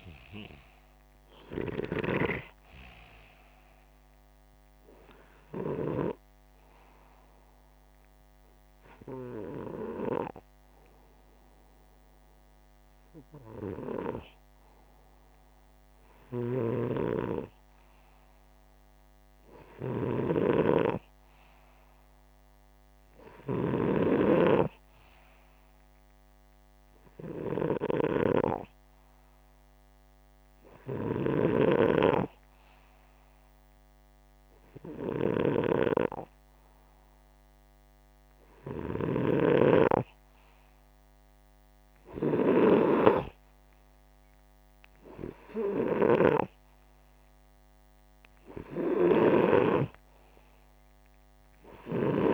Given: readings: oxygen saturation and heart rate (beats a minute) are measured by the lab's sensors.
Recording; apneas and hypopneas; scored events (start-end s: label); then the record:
breathing in sleep by a microphone on the trachea; 1
0.00-9.00 s: oxygen desaturation (device-marked, oxygen 90% lowest, heart rate 61 extreme)
5.50-16.50 s: hypopnea (oxygen 95% before, 92% lowest, heart rate 70 before, 61 extreme, up 11 after)
16.00-23.50 s: snoring (device-marked)
18.50-22.50 s: arousal
41.00-52.34 s: oxygen desaturation (device-marked, oxygen 97% before, 92% lowest, heart rate 64 before, 61 extreme)
48.50-52.34 s: snoring (device-marked)
From the record:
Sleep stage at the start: N2 (light sleep); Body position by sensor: upright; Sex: male